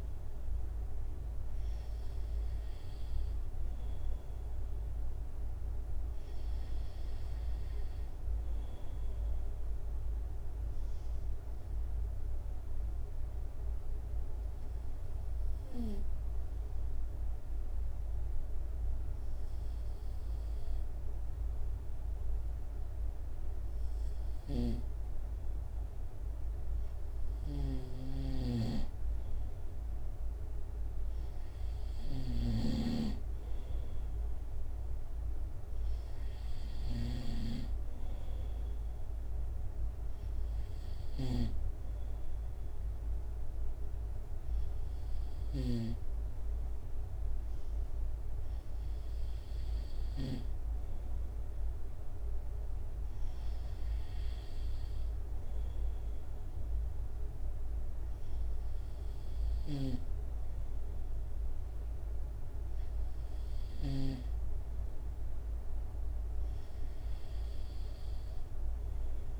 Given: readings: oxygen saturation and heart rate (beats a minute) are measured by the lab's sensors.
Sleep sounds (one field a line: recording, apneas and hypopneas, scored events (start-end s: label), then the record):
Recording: breathing in sleep by a room microphone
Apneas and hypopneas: 1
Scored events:
11.50-24.50 s: hypopnea (oxygen 95% before, 94% lowest, heart rate 70 before, 67 extreme, up 2 after)
28.00-46.00 s: snoring (device-marked)
28.50-33.50 s: arousal
34.00-36.00 s: long interval between heartbeats (device-marked, heart rate 69 before, 74 extreme)
59.50-64.50 s: snoring (device-marked)
From the record:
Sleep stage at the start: N2 (light sleep)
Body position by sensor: on the right side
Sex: male